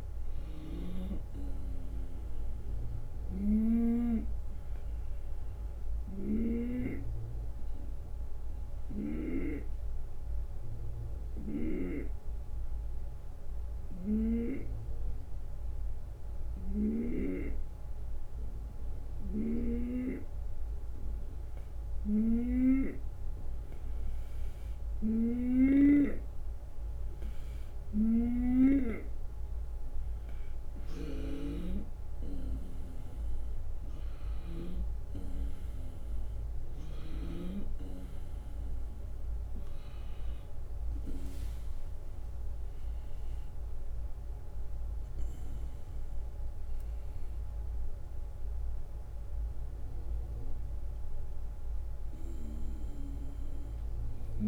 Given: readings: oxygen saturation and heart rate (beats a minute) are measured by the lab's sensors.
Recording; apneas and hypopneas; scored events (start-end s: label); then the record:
breathing in sleep by a room microphone; 1
0.00-2.00 s: long interval between heartbeats (device-marked)
0.00-6.00 s: drop in pulse transit time (device-marked)
6.00-21.00 s: hypopnea (oxygen 95% before, 90% lowest)
11.00-14.50 s: snoring (device-marked)
16.50-28.50 s: snoring (device-marked)
22.00-30.00 s: drop in pulse transit time (device-marked)
27.00-37.00 s: oxygen desaturation (device-marked, oxygen 95% before, 91% lowest)
28.00-30.00 s: long interval between heartbeats (device-marked)
41.00-46.50 s: arousal
44.00-46.00 s: long interval between heartbeats (device-marked)
From the record:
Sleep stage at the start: N2 (light sleep); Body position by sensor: on the right side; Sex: male